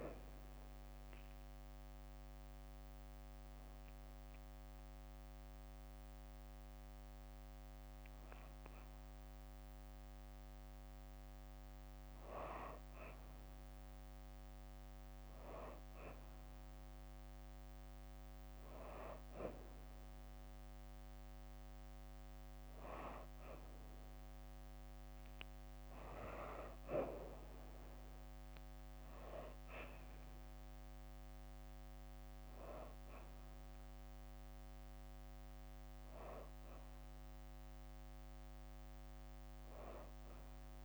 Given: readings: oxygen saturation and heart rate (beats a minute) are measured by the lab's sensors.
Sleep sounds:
breathing in sleep by a microphone on the trachea; none
0.00-7.00 s: oxygen desaturation (device-marked, oxygen 92% lowest, heart rate 67 extreme)
From the record:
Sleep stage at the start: N2 (light sleep); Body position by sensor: on the back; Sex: female

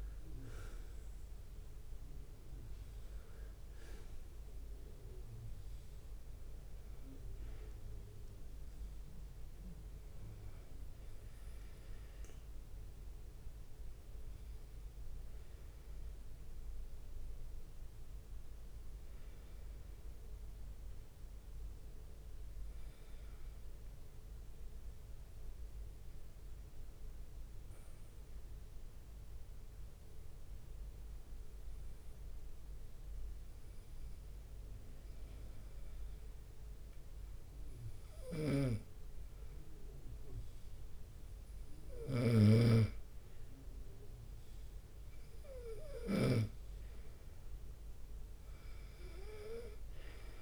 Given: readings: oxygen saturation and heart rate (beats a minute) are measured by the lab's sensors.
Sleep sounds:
breathing in sleep by a room microphone; 1
0.00-3.50 s: leg movement (device-marked)
0.00-9.00 s: drop in pulse transit time (device-marked, heart rate 71 extreme)
0.00-22.00 s: oxygen desaturation (device-marked, oxygen 95% before, 90% lowest, heart rate 74 before, 67 extreme)
23.50-40.00 s: obstructive apnea (oxygen 97% before, 89% lowest, heart rate 70 before, 68 extreme, up 1 after)
38.50-47.00 s: snoring (device-marked)
41.00-50.42 s: oxygen desaturation (device-marked, oxygen 98% before, 93% lowest, heart rate 71 before, 71 extreme)
42.00-47.00 s: arousal
44.00-50.42 s: leg movement (device-marked)
From the record:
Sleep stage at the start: N2 (light sleep); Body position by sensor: on the right side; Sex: male

